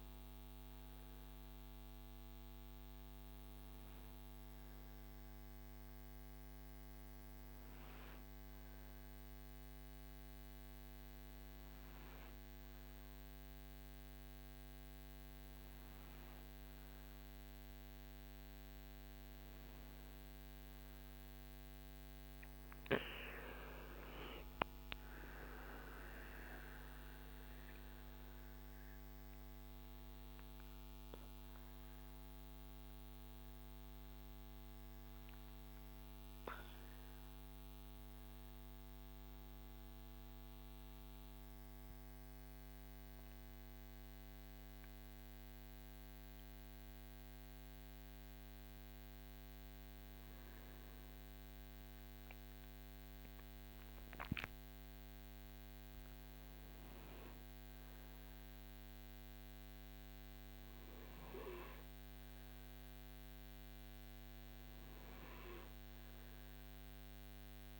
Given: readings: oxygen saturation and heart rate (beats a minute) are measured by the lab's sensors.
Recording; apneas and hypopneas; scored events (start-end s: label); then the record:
breathing in sleep, hard to hear, by a microphone on the trachea; 1
22.50-29.00 s: arousal
24.50-26.50 s: long interval between heartbeats (device-marked, heart rate 58 before, 61 extreme)
39.50-55.50 s: hypopnea (oxygen 96% before, 93% lowest, heart rate 62 before, 54 extreme, up 1 after)
57.50-61.50 s: arousal
From the record:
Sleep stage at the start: N2 (light sleep); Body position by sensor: on the right side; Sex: male